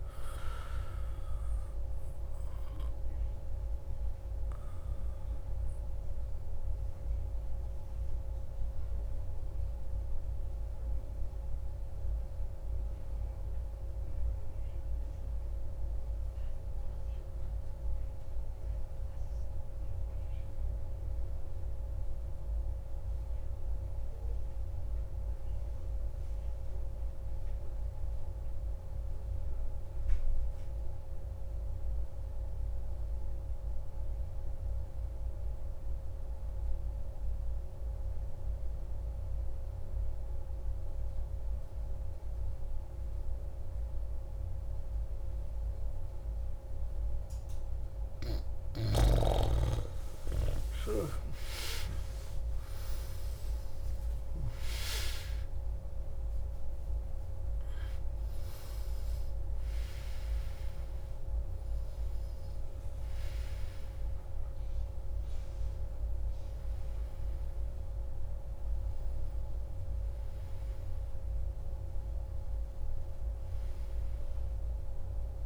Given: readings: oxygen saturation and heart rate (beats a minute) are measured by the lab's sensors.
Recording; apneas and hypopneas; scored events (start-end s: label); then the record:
breathing in sleep, hard to hear, by a room microphone; 1
0.00-13.50 s: oxygen desaturation (device-marked, oxygen 94% lowest)
2.00-47.50 s: obstructive apnea (oxygen 98% before, 88% lowest, heart rate 88 before, 58 extreme, up 45 after)
34.50-75.46 s: oxygen desaturation (device-marked, oxygen 98% before, 88% lowest, heart rate 106 before, 50 extreme)
50.00-56.00 s: arousal
From the record:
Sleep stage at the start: N2 (light sleep); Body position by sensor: on the back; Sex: male